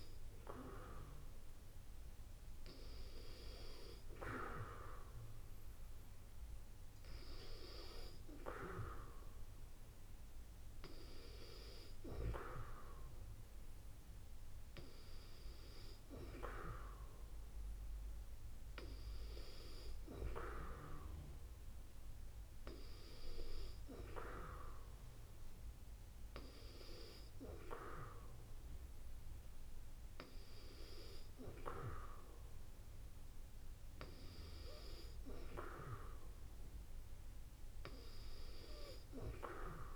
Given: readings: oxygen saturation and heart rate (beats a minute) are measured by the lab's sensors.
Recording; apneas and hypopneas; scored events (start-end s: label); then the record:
breathing in sleep by a room microphone; none
none scored
From the record:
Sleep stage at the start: N2 (light sleep); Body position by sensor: on the back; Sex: female